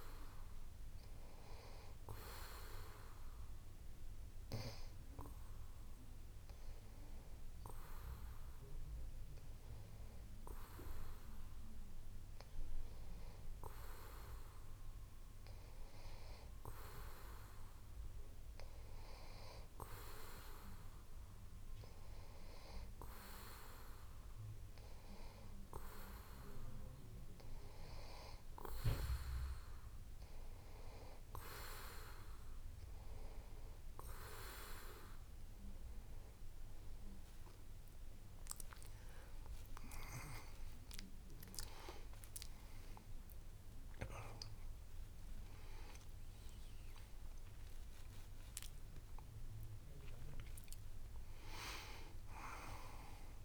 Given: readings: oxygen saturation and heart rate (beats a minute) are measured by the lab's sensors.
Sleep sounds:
breathing in sleep by a room microphone; none
39.00-44.00 s: arousal
From the record:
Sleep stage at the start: N2 (light sleep); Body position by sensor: on the back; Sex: male

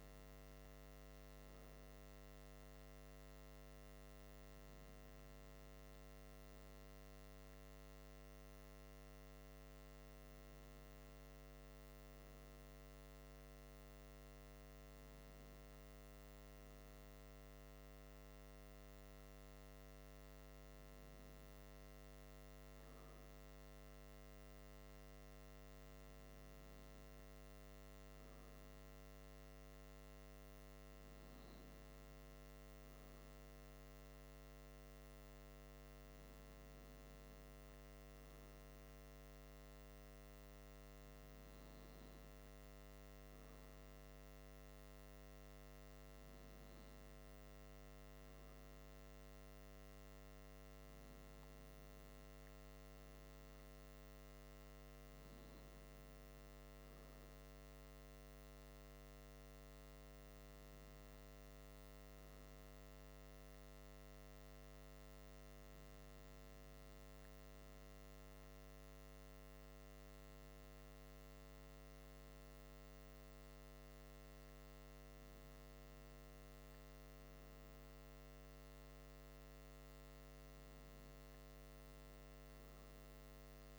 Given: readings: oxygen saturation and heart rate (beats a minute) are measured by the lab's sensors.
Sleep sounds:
breathing in sleep, hard to hear, by a microphone on the trachea; none
none scored
From the record:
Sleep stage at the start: N2 (light sleep); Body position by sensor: on the back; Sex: male

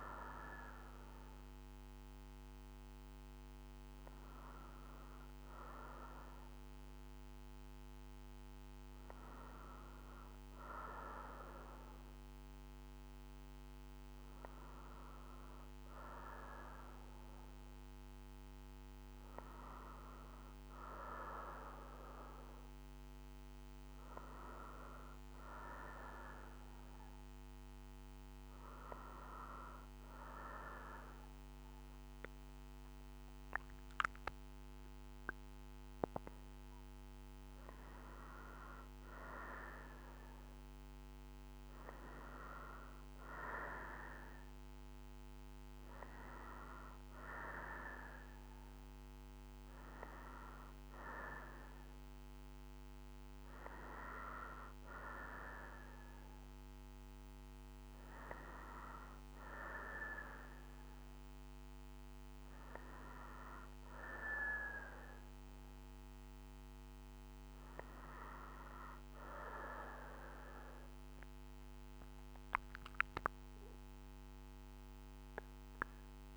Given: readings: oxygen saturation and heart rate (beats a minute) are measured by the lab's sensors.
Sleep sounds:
breathing in sleep by a microphone on the trachea; none
none scored
From the record:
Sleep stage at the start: N2 (light sleep); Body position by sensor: on the right side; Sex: female

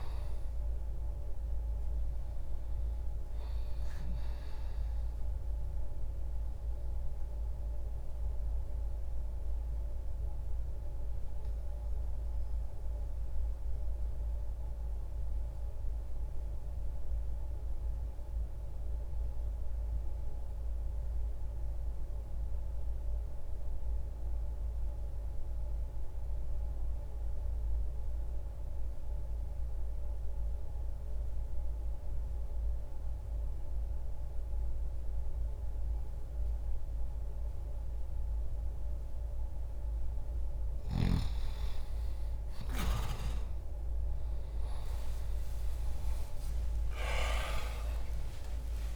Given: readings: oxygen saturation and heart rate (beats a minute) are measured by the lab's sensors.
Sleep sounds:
breathing in sleep, hard to hear, by a room microphone; 1
0.00-6.50 s: oxygen desaturation (device-marked, oxygen 89% lowest, heart rate 60 extreme)
5.50-38.50 s: obstructive apnea (oxygen 96% before, 83% lowest, heart rate 66 before, 60 extreme, up 14 after)
16.50-29.50 s: oxygen desaturation (device-marked, oxygen 90% before, 83% lowest, heart rate 63 before, 60 extreme)
47.00-48.96 s: arousal
From the record:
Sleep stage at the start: N2 (light sleep); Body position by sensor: on the back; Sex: male

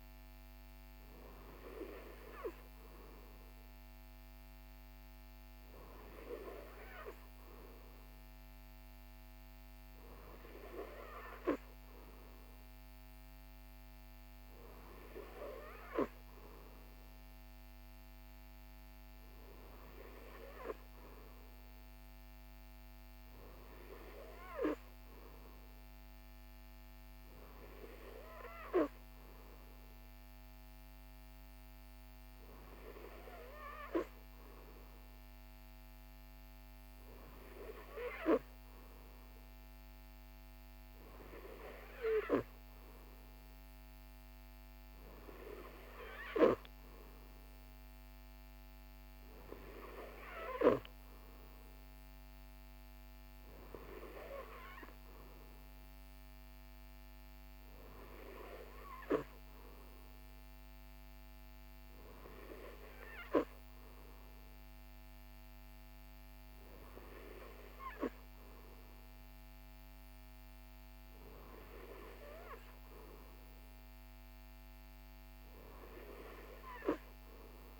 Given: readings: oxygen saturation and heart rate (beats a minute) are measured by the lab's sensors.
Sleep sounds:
breathing in sleep by a microphone on the trachea; none
none scored
From the record:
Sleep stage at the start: N3 (deep sleep); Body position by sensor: on the right side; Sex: male

